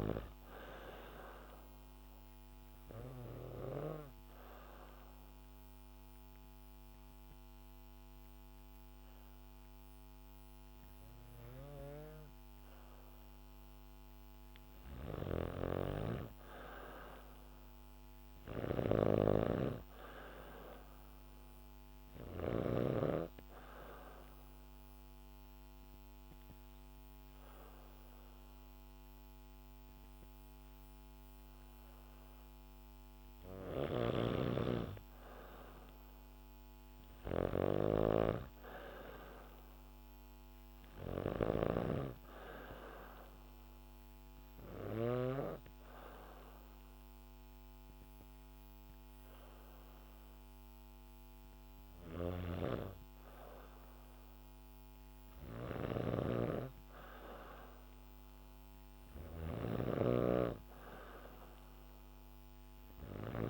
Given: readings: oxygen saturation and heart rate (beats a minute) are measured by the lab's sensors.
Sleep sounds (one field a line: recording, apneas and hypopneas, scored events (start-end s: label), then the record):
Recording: breathing in sleep by a microphone on the trachea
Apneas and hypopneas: 3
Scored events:
2.00-14.00 s: obstructive apnea (oxygen 96% before, 93% lowest, heart rate 69 before, 66 extreme, up 4 after)
14.50-22.50 s: snoring (device-marked)
16.50-19.50 s: arousal
20.50-30.50 s: oxygen desaturation (device-marked, oxygen 96% before, 93% lowest, heart rate 69 before, 67 extreme)
23.50-33.50 s: obstructive apnea (oxygen 96% before, 93% lowest, heart rate 69 before, 67 extreme, up 2 after)
33.00-45.00 s: snoring (device-marked)
35.00-39.50 s: arousal
41.50-52.50 s: oxygen desaturation (device-marked, oxygen 96% before, 93% lowest, heart rate 69 before, 69 extreme)
43.00-53.00 s: obstructive apnea (oxygen 96% before, 93% lowest, heart rate 69 before, 69 extreme, up 0 after)
55.00-63.50 s: snoring (device-marked)
56.50-60.00 s: arousal
From the record:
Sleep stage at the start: N2 (light sleep)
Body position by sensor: on the back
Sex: female